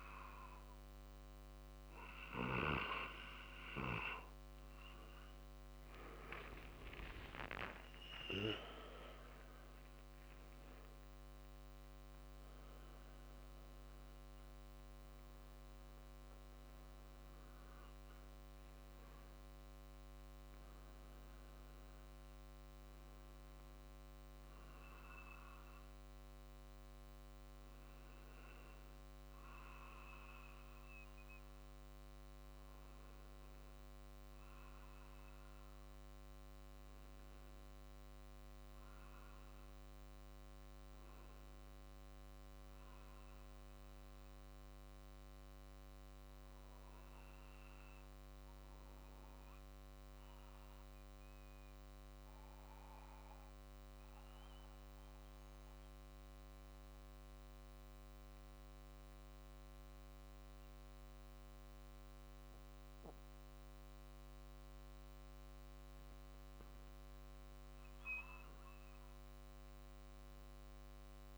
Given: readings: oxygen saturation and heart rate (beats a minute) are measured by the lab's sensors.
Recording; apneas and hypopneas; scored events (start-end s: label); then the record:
breathing in sleep by a microphone on the trachea; 1
1.50-6.00 s: arousal
8.00-26.00 s: drop in pulse transit time (device-marked, heart rate 48 before, 52 extreme)
41.00-59.00 s: oxygen desaturation (device-marked, oxygen 96% before, 92% lowest, heart rate 49 before, 46 extreme)
44.50-62.50 s: obstructive apnea (oxygen 97% before, 92% lowest, heart rate 49 before, 46 extreme, up 1 after)
65.50-71.00 s: arousal
From the record:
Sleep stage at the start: N2 (light sleep); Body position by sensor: on the back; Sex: male